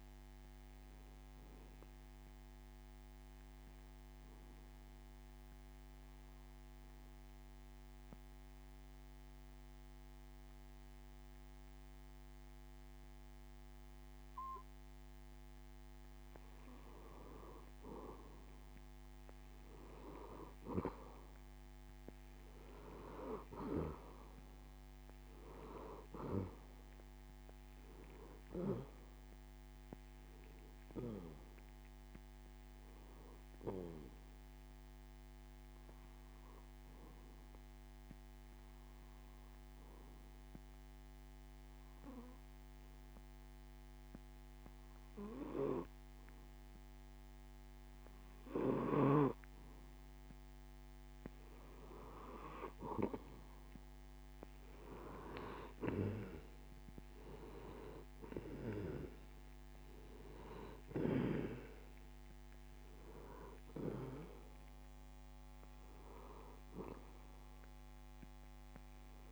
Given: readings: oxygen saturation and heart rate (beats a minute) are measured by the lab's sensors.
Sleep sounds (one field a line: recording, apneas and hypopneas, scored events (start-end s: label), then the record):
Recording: breathing in sleep by a microphone on the trachea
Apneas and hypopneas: 2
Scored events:
3.50-17.00 s: obstructive apnea (oxygen 95% before, 92% lowest)
28.50-32.50 s: arousal
34.00-49.50 s: obstructive apnea (oxygen 96% before, 92% lowest)
55.00-58.50 s: arousal
57.50-69.31 s: oxygen desaturation (device-marked, oxygen 96% before, 92% lowest)
From the record:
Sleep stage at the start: N2 (light sleep)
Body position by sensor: on the back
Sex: male